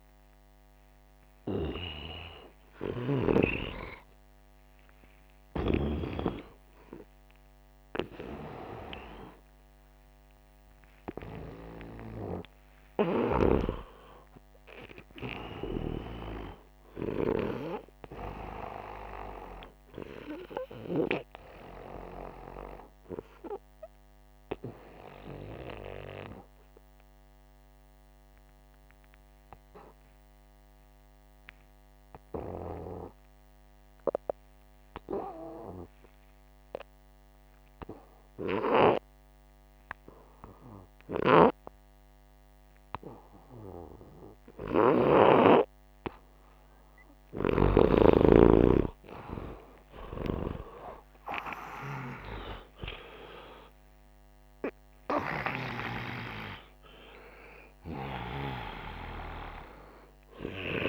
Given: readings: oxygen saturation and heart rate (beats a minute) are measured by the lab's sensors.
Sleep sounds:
breathing in sleep by a microphone on the trachea; 1
26.50-40.00 s: obstructive apnea (oxygen 98% before, 89% lowest, heart rate 75 before, 63 extreme, up 6 after)
46.50-52.00 s: arousal
55.50-60.89 s: oxygen desaturation (device-marked, oxygen 96% before, 89% lowest, heart rate 67 before, 60 extreme)
From the record:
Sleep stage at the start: N2 (light sleep); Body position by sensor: upright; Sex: male

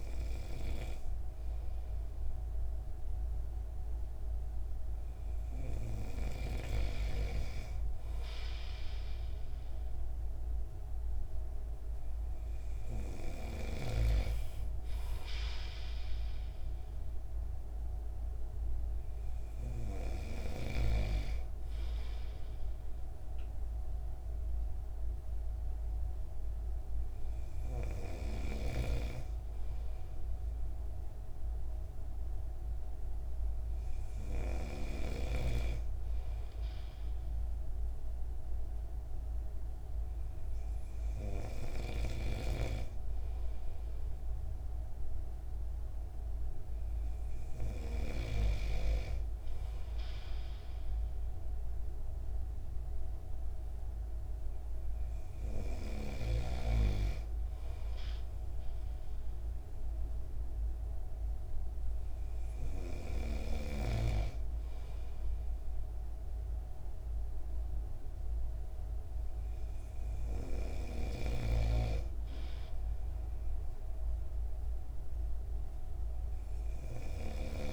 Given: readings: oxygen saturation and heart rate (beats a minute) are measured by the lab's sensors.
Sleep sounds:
breathing in sleep by a room microphone; none
42.00-48.50 s: snoring (device-marked)
From the record:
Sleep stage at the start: N2 (light sleep); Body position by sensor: on the right side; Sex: male

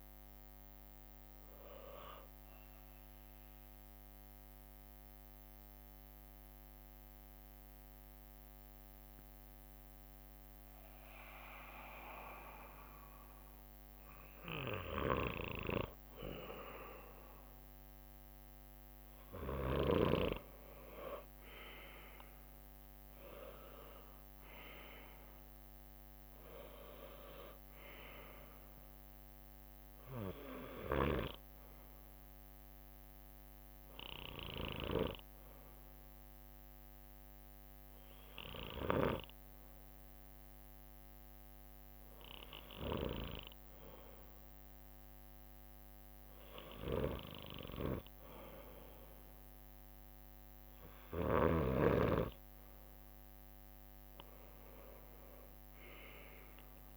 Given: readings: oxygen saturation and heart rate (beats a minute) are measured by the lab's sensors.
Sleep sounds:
breathing in sleep by a microphone on the trachea; 2
2.00-13.00 s: mixed apnea (oxygen 100% before, 95% lowest, heart rate 72 before, 59 extreme, up 2 after)
4.50-21.50 s: drop in pulse transit time (device-marked, heart rate 69 before, 59 extreme)
6.50-12.50 s: bradycardia (device-marked, heart rate 66 before, 59 extreme)
20.50-24.50 s: arousal
21.00-27.50 s: leg movement (device-marked)
22.50-39.50 s: oxygen desaturation (device-marked, oxygen 99% before, 95% lowest, heart rate 61 before, 60 extreme)
34.00-35.50 s: leg movement (device-marked)
35.50-48.00 s: hypopnea (oxygen 99% before, 94% lowest, heart rate 63 before, 60 extreme, up 2 after)
46.50-56.00 s: leg movement (device-marked)
54.00-56.97 s: arousal
From the record:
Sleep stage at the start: N2 (light sleep); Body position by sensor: on the right side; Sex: male

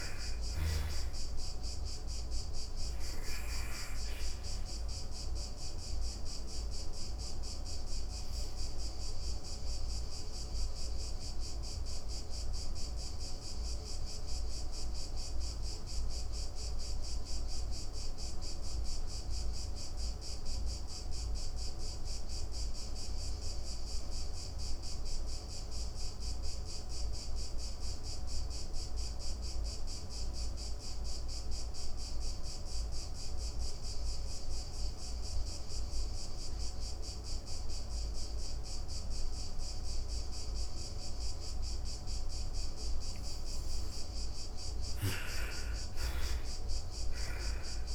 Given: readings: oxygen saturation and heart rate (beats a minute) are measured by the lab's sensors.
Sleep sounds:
breathing in sleep, hard to hear, by a room microphone; 1
0.00-18.50 s: oxygen desaturation (device-marked, oxygen 74% lowest)
2.50-41.50 s: obstructive apnea (oxygen 99% before, 74% lowest)
31.50-47.95 s: oxygen desaturation (device-marked, oxygen 99% before, 75% lowest)
43.00-47.95 s: arousal
From the record:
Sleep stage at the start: N2 (light sleep); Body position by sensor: on the back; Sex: female

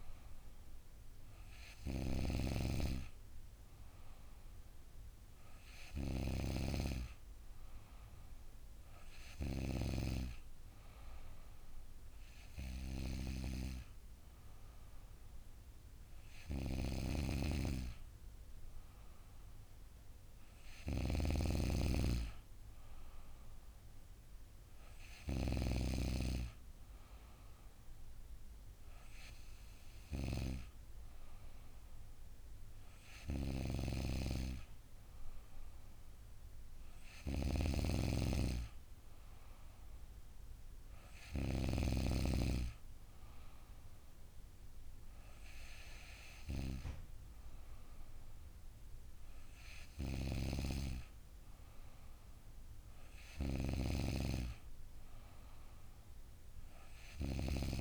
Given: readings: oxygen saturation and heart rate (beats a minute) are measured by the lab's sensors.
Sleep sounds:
breathing in sleep by a room microphone; none
37.50-42.00 s: snoring (device-marked)
From the record:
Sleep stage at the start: N3 (deep sleep); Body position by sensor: on the back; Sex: female

